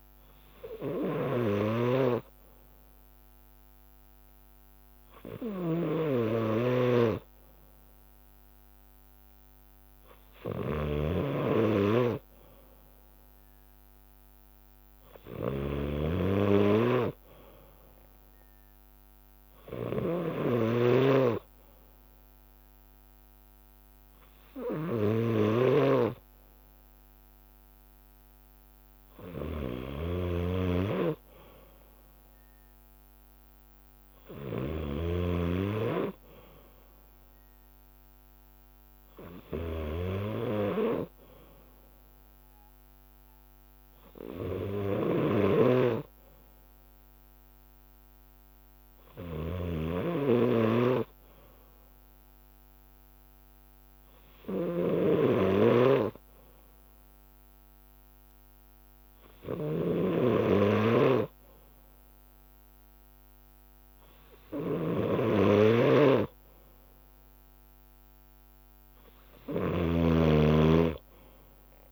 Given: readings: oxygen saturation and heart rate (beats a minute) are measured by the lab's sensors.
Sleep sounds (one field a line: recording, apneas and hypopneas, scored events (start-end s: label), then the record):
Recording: breathing in sleep by a microphone on the trachea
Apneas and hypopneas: none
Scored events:
0.00-4.00 s: leg movement (device-marked)
0.00-26.00 s: snoring (device-marked)
5.50-7.50 s: leg movement (device-marked)
49.50-56.00 s: snoring (device-marked)
50.00-57.00 s: bradycardia (device-marked, heart rate 60 before, 59 extreme)
65.50-71.92 s: snoring (device-marked)
From the record:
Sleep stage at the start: N2 (light sleep)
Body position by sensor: on the left side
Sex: male